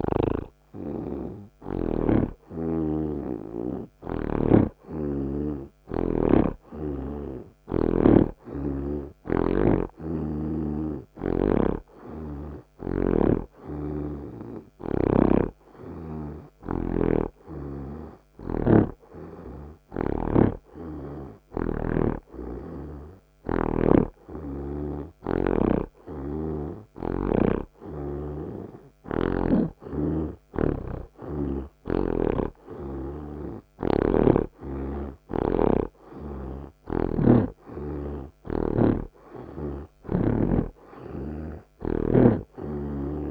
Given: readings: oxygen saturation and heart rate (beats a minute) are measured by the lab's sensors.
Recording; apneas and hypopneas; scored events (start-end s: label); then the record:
breathing in sleep by a microphone on the trachea; none
0.00-2.00 s: oxygen desaturation (device-marked, oxygen 78% lowest)
0.00-4.50 s: snoring (device-marked)
10.00-27.00 s: oxygen desaturation (device-marked, oxygen 85% before, 81% lowest)
14.00-20.50 s: snoring (device-marked)
25.00-37.50 s: snoring (device-marked)
42.00-43.31 s: snoring (device-marked)
From the record:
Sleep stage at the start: N2 (light sleep); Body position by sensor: on the right side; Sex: male